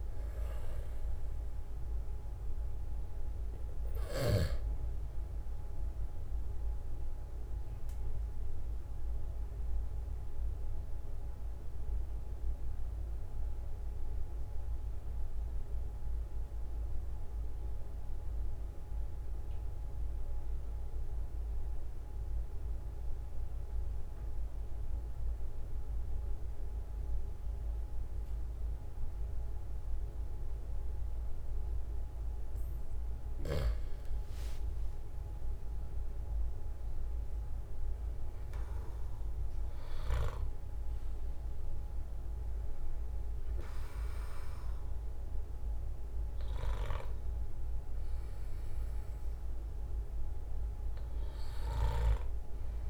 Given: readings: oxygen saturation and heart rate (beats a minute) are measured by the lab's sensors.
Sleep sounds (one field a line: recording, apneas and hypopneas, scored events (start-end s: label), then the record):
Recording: breathing in sleep by a room microphone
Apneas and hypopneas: 1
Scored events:
0.00-4.50 s: snoring (device-marked)
0.00-20.00 s: oxygen desaturation (device-marked, oxygen 92% lowest, heart rate 41 extreme)
7.00-32.00 s: mixed apnea (oxygen 97% before, 92% lowest, heart rate 45 before, 41 extreme, up 5 after)
34.50-38.50 s: arousal
51.50-52.90 s: snoring (device-marked)
From the record:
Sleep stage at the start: N2 (light sleep)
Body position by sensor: on the back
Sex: male